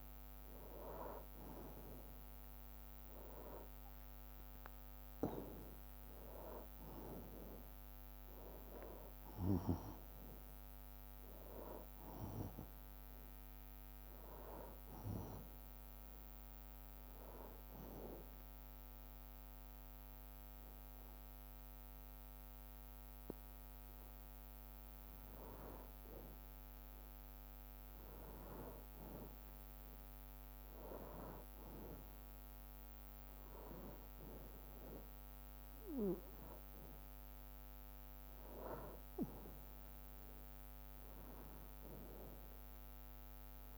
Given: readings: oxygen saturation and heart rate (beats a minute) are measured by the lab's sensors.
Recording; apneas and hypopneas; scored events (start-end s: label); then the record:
breathing in sleep by a microphone on the trachea; 1
3.50-16.50 s: drop in pulse transit time (device-marked, heart rate 58 before, 62 extreme)
10.50-27.50 s: oxygen desaturation (device-marked, oxygen 96% before, 91% lowest, heart rate 62 before, 56 extreme)
17.50-27.50 s: hypopnea (oxygen 97% before, 92% lowest, heart rate 63 before, 56 extreme, up 0 after)
30.50-34.50 s: arousal
36.50-43.50 s: bradycardia (device-marked, heart rate 63 before, 56 extreme)
From the record:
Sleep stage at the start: N2 (light sleep); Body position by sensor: on the back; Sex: male